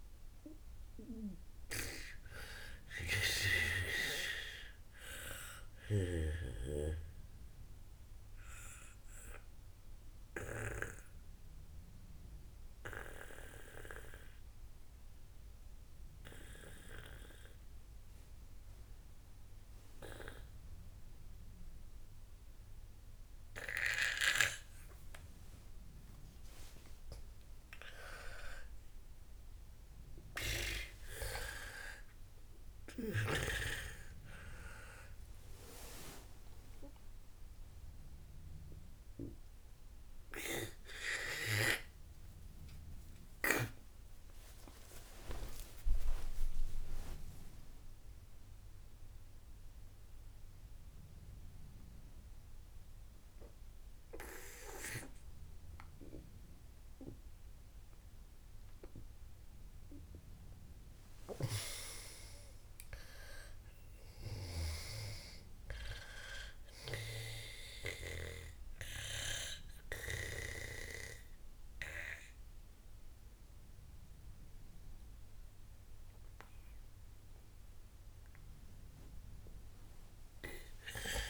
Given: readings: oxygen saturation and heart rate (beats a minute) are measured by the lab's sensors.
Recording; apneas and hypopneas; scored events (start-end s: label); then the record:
breathing in sleep by a room microphone; 2
0.00-16.00 s: oxygen desaturation (device-marked, oxygen 98% before, 93% lowest, heart rate 69 before, 61 extreme)
5.50-27.50 s: obstructive apnea (oxygen 98% before, 93% lowest, heart rate 71 before, 61 extreme)
6.50-11.50 s: snoring (device-marked)
29.50-34.00 s: arousal
33.50-40.00 s: snoring (device-marked)
38.00-52.00 s: oxygen desaturation (device-marked, oxygen 98% before, 93% lowest)
39.00-59.50 s: obstructive apnea (oxygen 98% before, 93% lowest)
62.00-65.00 s: arousal
62.00-65.50 s: snoring (device-marked)
From the record:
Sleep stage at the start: N2 (light sleep); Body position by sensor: on the back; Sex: female